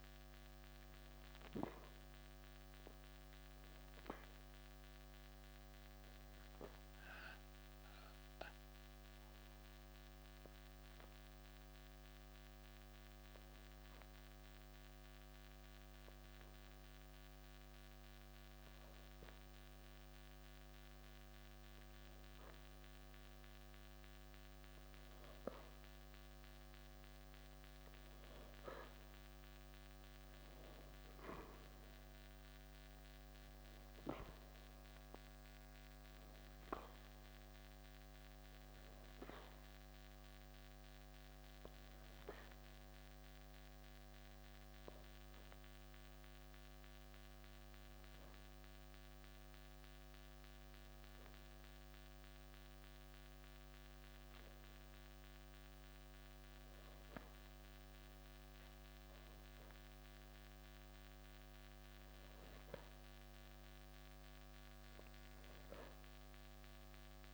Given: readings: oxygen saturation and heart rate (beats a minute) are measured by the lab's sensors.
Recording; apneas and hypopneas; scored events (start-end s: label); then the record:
breathing in sleep, hard to hear, by a microphone on the trachea; 2
0.00-6.50 s: oxygen desaturation (device-marked, oxygen 92% lowest, heart rate 54 extreme)
8.00-22.50 s: obstructive apnea (oxygen 96% before, 92% lowest, heart rate 58 before, 54 extreme, up 10 after)
27.50-54.50 s: oxygen desaturation (device-marked, oxygen 96% before, 92% lowest, heart rate 59 before, 55 extreme)
28.50-31.50 s: arousal
45.00-57.00 s: obstructive apnea (oxygen 96% before, 92% lowest, heart rate 58 before, 55 extreme, up 0 after)
60.50-64.00 s: arousal
From the record:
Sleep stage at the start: N2 (light sleep); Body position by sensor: on the back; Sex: male